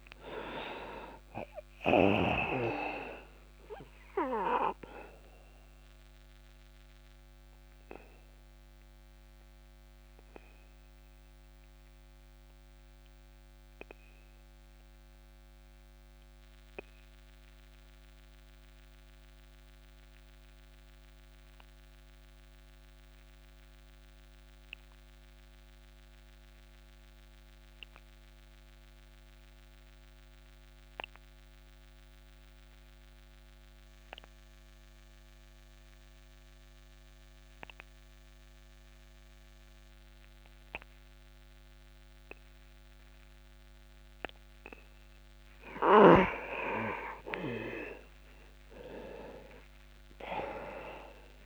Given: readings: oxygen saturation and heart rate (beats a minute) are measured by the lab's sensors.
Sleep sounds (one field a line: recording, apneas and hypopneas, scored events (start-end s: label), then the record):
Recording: breathing in sleep by a microphone on the trachea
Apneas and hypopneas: 1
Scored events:
0.00-26.00 s: oxygen desaturation (device-marked, oxygen 88% lowest)
3.00-46.00 s: obstructive apnea (oxygen 99% before, 85% lowest)
44.00-51.46 s: oxygen desaturation (device-marked, oxygen 98% before, 85% lowest)
49.50-51.46 s: arousal
From the record:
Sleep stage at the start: N2 (light sleep)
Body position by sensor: on the back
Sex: male